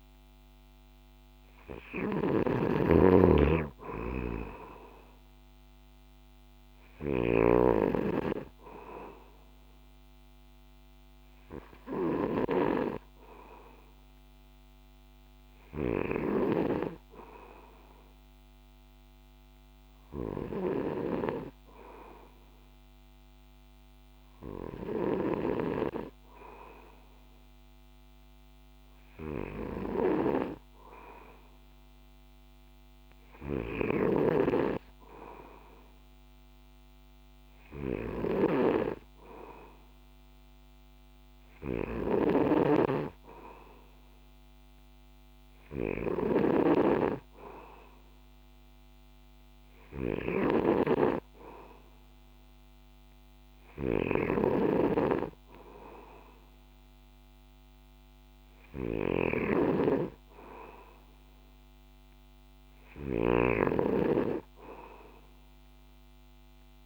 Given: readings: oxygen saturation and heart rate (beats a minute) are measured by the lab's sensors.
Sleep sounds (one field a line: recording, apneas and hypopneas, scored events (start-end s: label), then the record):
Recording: breathing in sleep by a microphone on the trachea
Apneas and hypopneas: none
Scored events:
0.00-25.50 s: snoring (device-marked)
33.50-66.86 s: snoring (device-marked)
From the record:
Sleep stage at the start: N2 (light sleep)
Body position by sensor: on the back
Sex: male